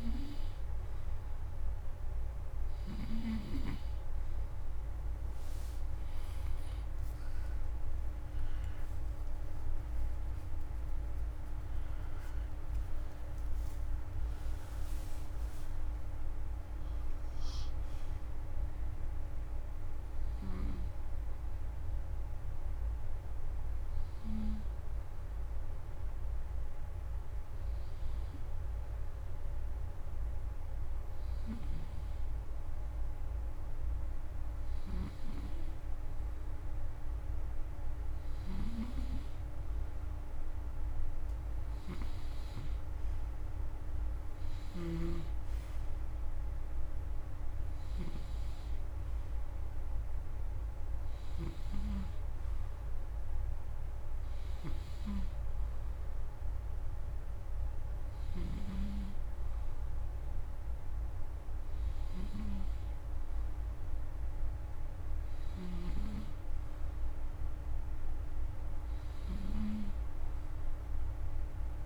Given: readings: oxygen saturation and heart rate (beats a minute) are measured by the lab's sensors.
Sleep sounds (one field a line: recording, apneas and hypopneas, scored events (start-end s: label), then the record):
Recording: breathing in sleep by a room microphone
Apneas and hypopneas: 1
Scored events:
6.00-10.50 s: arousal
20.50-33.00 s: hypopnea (oxygen 94% before, 92% lowest, heart rate 104 before, 62 extreme)
35.00-38.00 s: arousal
39.00-60.00 s: oxygen desaturation (device-marked, oxygen 97% before, 92% lowest, heart rate 109 before, 37 extreme)
41.00-44.50 s: snoring (device-marked)
50.50-58.00 s: snoring (device-marked)
65.00-71.86 s: snoring (device-marked)
From the record:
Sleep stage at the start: N2 (light sleep)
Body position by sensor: on the front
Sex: male